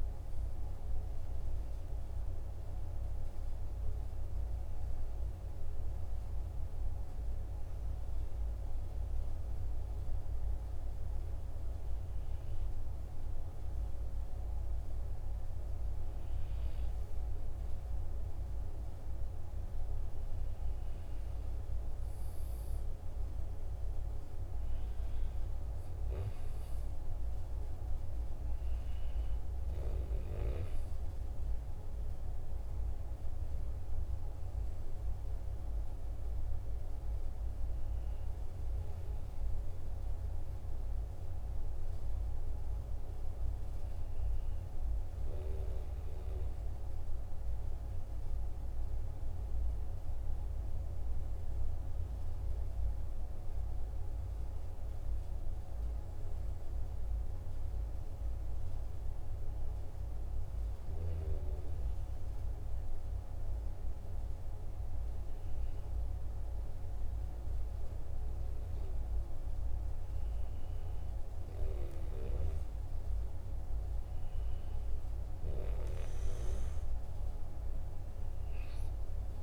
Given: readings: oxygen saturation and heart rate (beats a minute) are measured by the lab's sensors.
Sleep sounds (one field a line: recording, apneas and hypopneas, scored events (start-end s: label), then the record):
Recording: breathing in sleep, hard to hear, by a room microphone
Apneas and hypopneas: 1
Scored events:
3.00-16.00 s: hypopnea (oxygen 98% before, 95% lowest, heart rate 46 before, 45 extreme, up 2 after)
22.00-26.50 s: arousal
From the record:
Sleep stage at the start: N2 (light sleep)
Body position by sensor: on the back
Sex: male